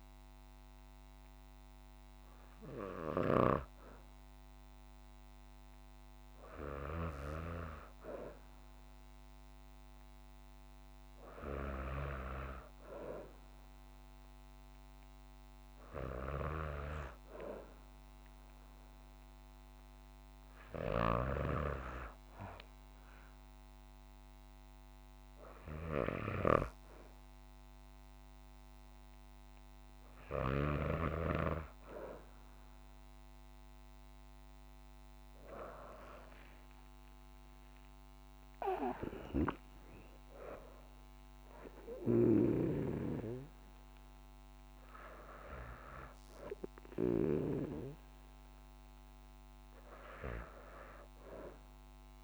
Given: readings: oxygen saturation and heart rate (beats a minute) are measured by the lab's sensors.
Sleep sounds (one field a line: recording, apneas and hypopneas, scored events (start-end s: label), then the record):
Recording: breathing in sleep by a microphone on the trachea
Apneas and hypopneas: none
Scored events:
none scored
From the record:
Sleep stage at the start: N2 (light sleep)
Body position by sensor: on the back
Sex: female